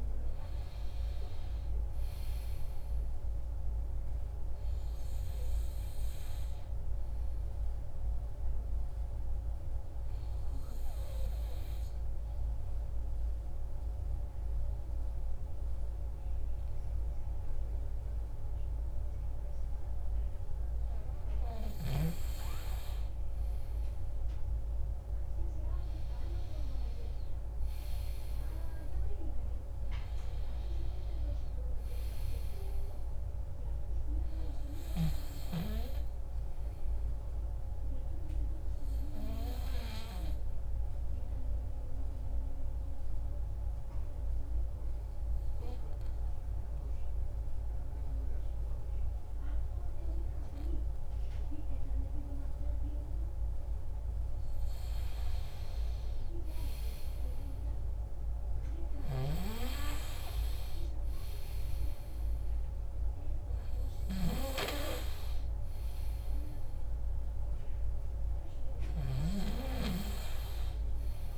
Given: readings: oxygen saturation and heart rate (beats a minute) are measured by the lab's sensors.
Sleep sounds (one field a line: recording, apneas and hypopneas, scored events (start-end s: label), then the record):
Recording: breathing in sleep by a room microphone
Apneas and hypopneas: 2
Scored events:
8.00-21.50 s: obstructive apnea (oxygen 98% before, 95% lowest, heart rate 79 before, 61 extreme, up 18 after)
23.50-28.00 s: arousal
37.50-53.50 s: obstructive apnea (oxygen 97% before, 95% lowest, heart rate 69 before, 59 extreme, up 33 after)
55.50-58.50 s: arousal
From the record:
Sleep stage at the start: N2 (light sleep)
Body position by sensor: on the right side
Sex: male